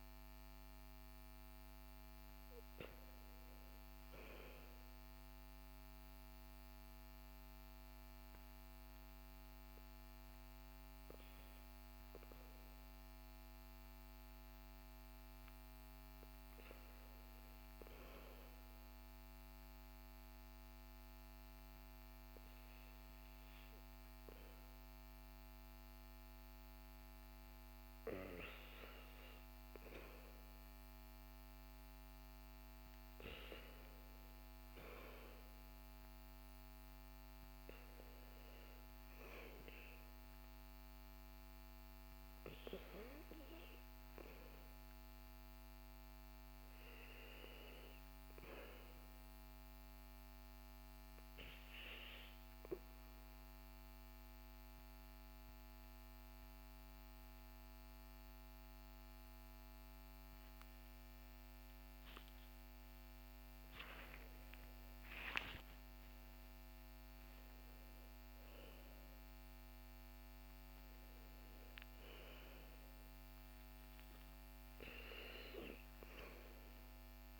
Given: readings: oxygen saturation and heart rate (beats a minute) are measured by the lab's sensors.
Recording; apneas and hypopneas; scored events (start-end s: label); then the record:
breathing in sleep by a microphone on the trachea; 1
52.50-63.50 s: obstructive apnea (oxygen 99% before, 96% lowest, heart rate 58 before, 48 extreme, up 17 after)
64.00-68.50 s: arousal
From the record:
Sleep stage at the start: REM sleep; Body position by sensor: on the back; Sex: male